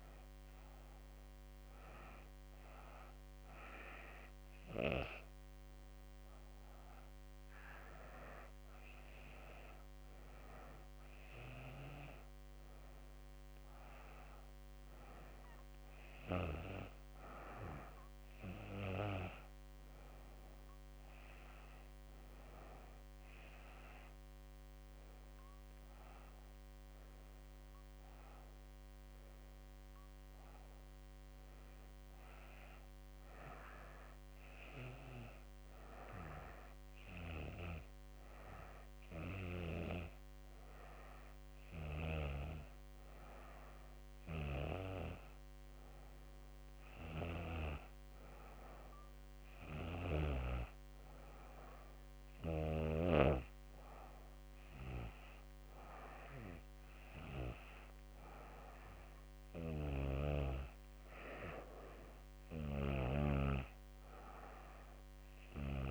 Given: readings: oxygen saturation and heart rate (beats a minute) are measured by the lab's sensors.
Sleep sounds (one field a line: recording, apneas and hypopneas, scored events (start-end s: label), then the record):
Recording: breathing in sleep by a microphone on the trachea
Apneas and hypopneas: 1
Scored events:
21.00-26.50 s: arousal
33.50-44.50 s: obstructive apnea (oxygen 93% before, 91% lowest, heart rate 85 before, 81 extreme, up 0 after)
47.50-51.50 s: arousal
From the record:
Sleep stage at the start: N2 (light sleep)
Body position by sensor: on the back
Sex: female